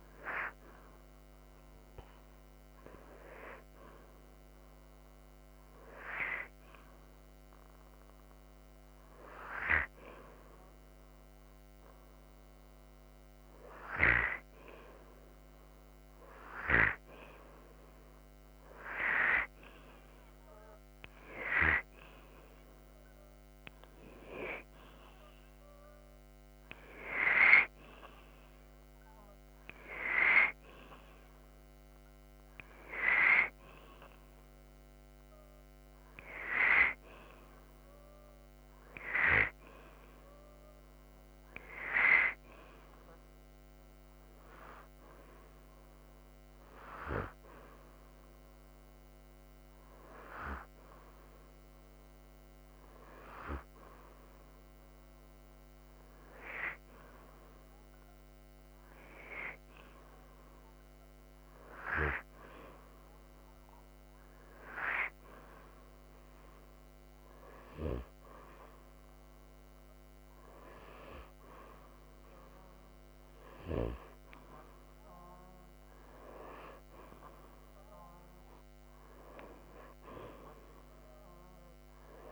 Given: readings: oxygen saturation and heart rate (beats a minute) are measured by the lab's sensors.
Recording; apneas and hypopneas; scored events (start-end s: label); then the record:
breathing in sleep by a microphone on the trachea; none
none scored
From the record:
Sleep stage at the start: N2 (light sleep); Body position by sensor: upright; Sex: male